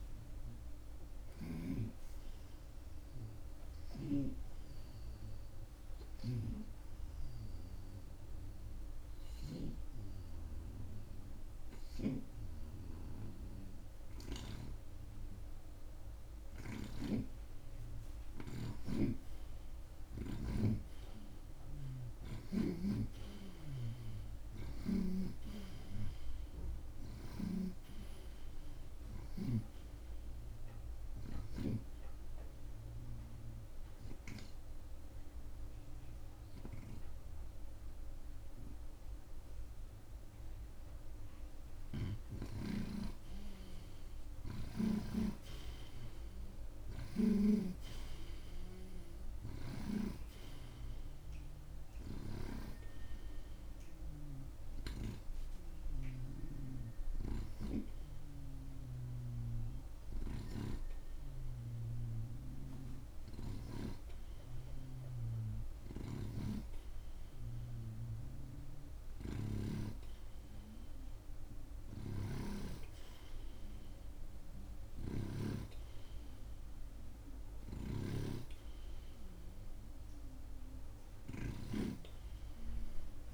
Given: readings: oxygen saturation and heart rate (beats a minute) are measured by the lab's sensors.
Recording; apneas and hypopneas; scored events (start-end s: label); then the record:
breathing in sleep by a room microphone; 3
0.00-6.50 s: oxygen desaturation (device-marked, oxygen 83% lowest)
4.00-10.00 s: snoring (device-marked)
8.50-20.00 s: hypopnea (oxygen 94% before, 85% lowest)
13.50-18.50 s: oxygen desaturation (device-marked, oxygen 93% before, 90% lowest)
17.00-21.00 s: snoring (device-marked)
22.00-26.00 s: arousal
23.00-32.00 s: snoring (device-marked)
30.50-44.50 s: oxygen desaturation (device-marked, oxygen 91% before, 86% lowest)
33.50-43.50 s: obstructive apnea (oxygen 93% before, 85% lowest)
45.00-49.00 s: arousal
54.50-64.50 s: hypopnea (oxygen 92% before, 85% lowest)
56.50-66.50 s: oxygen desaturation (device-marked, oxygen 92% before, 85% lowest)
57.50-73.00 s: snoring (device-marked)
69.00-73.00 s: arousal
71.50-83.34 s: oxygen desaturation (device-marked, oxygen 93% before, 88% lowest)
75.00-83.34 s: snoring (device-marked)
From the record:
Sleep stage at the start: N2 (light sleep); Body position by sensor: on the right side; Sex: male